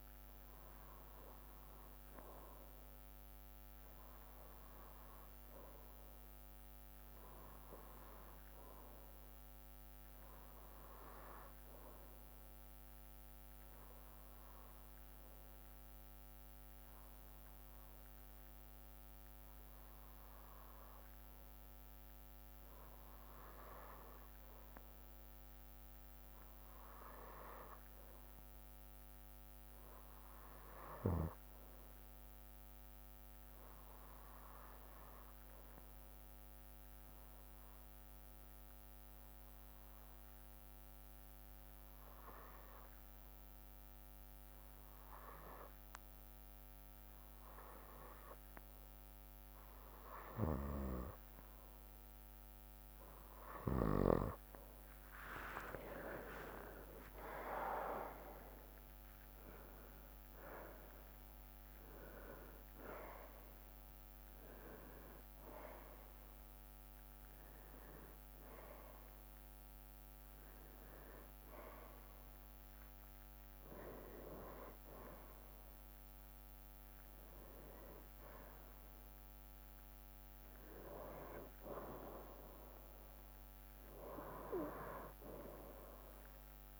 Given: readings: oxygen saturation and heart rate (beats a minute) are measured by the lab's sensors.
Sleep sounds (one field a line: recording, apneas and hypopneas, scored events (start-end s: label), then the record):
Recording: breathing in sleep by a microphone on the trachea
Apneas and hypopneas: 1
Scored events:
0.00-2.50 s: arousal
5.00-51.50 s: hypopnea (oxygen 97% before, 90% lowest, heart rate 67 before, 63 extreme, up 5 after)
32.00-42.00 s: oxygen desaturation (device-marked, oxygen 95% before, 92% lowest, heart rate 66 before, 63 extreme)
55.00-59.00 s: arousal
58.00-72.00 s: drop in pulse transit time (device-marked, heart rate 65 before, 68 extreme)
From the record:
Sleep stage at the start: N2 (light sleep)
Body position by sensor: on the right side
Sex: male